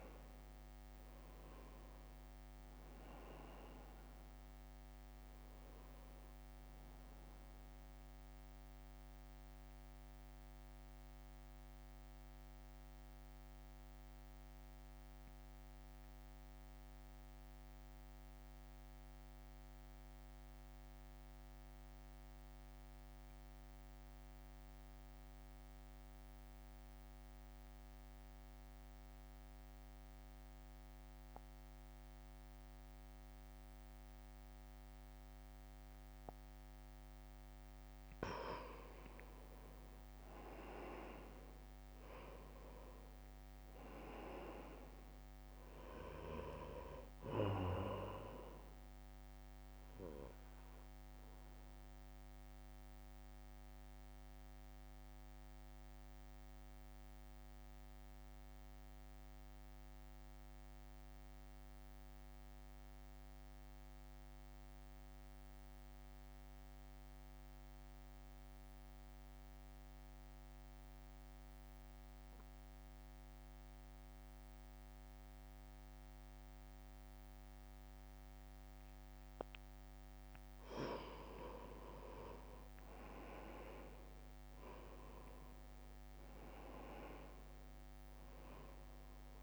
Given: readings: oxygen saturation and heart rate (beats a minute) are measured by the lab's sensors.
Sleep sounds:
breathing in sleep by a microphone on the trachea; 2
0.00-12.00 s: drop in pulse transit time (device-marked, heart rate 62 extreme)
0.00-20.00 s: oxygen desaturation (device-marked, oxygen 89% lowest, heart rate 59 extreme)
7.50-37.00 s: central apnea (oxygen 99% before, 88% lowest, heart rate 64 before, 58 extreme, up 1 after)
38.00-64.00 s: oxygen desaturation (device-marked, oxygen 97% before, 89% lowest, heart rate 63 before, 58 extreme)
38.50-43.00 s: arousal
41.00-54.00 s: drop in pulse transit time (device-marked, heart rate 64 before, 58 extreme)
48.50-80.50 s: mixed apnea (oxygen 98% before, 88% lowest, heart rate 65 before, 58 extreme, up 3 after)
77.00-89.43 s: oxygen desaturation (device-marked, oxygen 98% before, 88% lowest, heart rate 63 before, 58 extreme)
83.50-89.43 s: arousal
87.00-89.43 s: drop in pulse transit time (device-marked, heart rate 64 before, 58 extreme)
From the record:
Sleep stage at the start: N2 (light sleep); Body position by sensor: on the right side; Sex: male

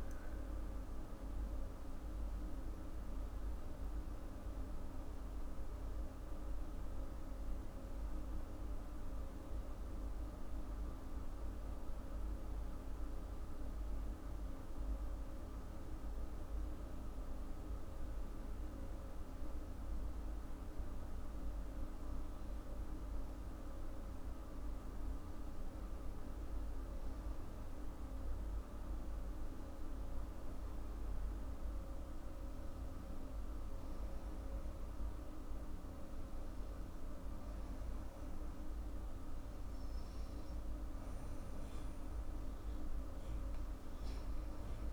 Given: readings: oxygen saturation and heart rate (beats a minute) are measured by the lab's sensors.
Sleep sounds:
breathing in sleep, hard to hear, by a room microphone; none
none scored
From the record:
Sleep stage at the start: N2 (light sleep); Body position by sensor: on the back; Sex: female

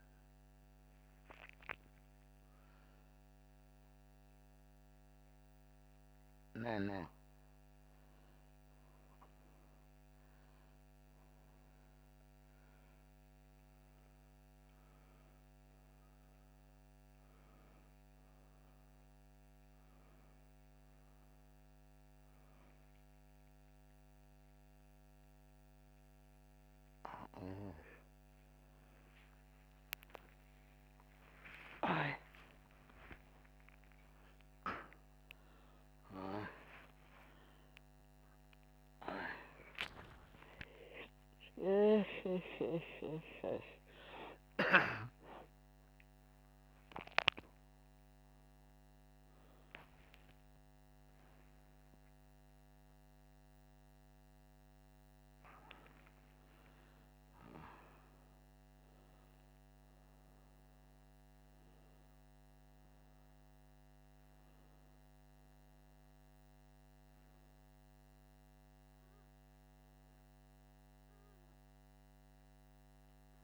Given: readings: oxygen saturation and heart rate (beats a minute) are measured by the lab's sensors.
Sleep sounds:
a person awake in a sleep study, by a microphone on the trachea; none
66.00-73.44 s: new sleep stage, N1 (lightest sleep)
From the record:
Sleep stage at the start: awake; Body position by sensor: upright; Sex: male

